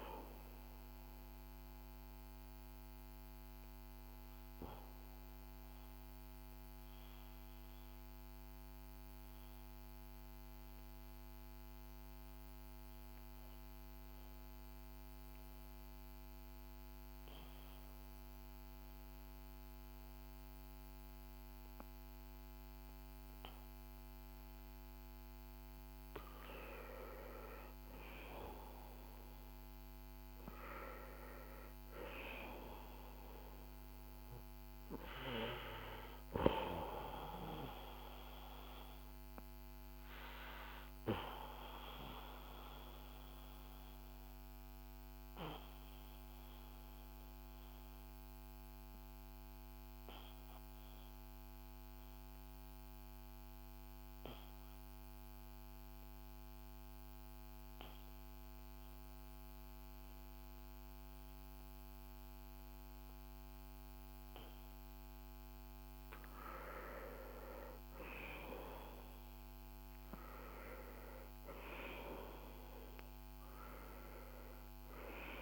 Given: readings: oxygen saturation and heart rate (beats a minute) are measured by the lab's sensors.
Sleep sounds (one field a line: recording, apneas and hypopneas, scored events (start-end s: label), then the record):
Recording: breathing in sleep by a microphone on the trachea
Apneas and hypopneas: 2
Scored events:
1.50-25.50 s: mixed apnea (oxygen 96% before, 92% lowest, heart rate 57 before, 47 extreme, up 8 after)
27.00-31.50 s: arousal
35.50-55.50 s: oxygen desaturation (device-marked, oxygen 97% before, 92% lowest, heart rate 56 before, 50 extreme)
38.50-65.50 s: obstructive apnea (oxygen 97% before, 90% lowest, heart rate 57 before, 50 extreme, up 8 after)
67.50-73.00 s: arousal
From the record:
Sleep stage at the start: N2 (light sleep)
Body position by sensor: on the back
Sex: male